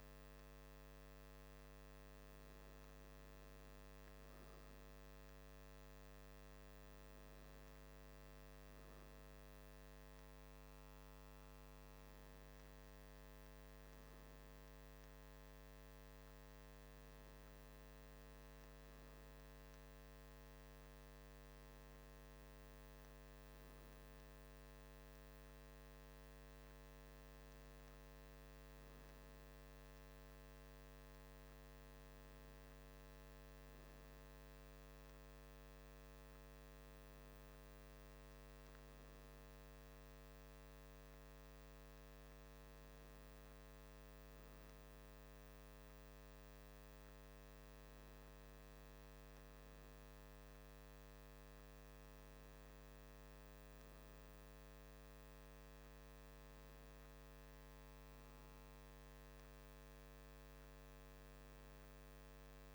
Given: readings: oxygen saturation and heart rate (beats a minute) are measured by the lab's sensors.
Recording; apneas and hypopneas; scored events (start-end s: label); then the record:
breathing in sleep, hard to hear, by a microphone on the trachea; none
none scored
From the record:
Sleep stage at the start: N2 (light sleep); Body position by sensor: on the back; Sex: male